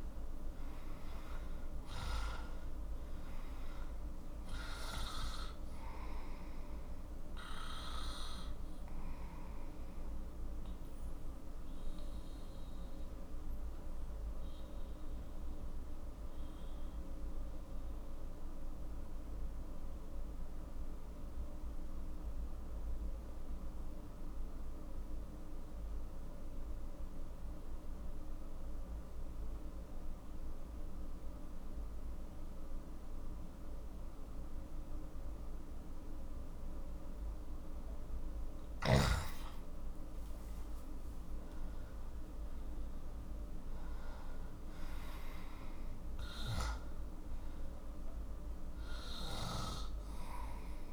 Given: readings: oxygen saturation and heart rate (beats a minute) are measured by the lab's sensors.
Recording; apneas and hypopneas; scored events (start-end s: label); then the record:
breathing in sleep by a room microphone; 1
0.00-20.00 s: oxygen desaturation (device-marked, oxygen 91% lowest, heart rate 40 extreme)
6.50-37.00 s: obstructive apnea (oxygen 97% before, 91% lowest, heart rate 51 before, 38 extreme, up 11 after)
35.00-50.93 s: oxygen desaturation (device-marked, oxygen 98% before, 92% lowest, heart rate 44 before, 38 extreme)
39.50-44.00 s: arousal
From the record:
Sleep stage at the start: N2 (light sleep); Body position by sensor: on the back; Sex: male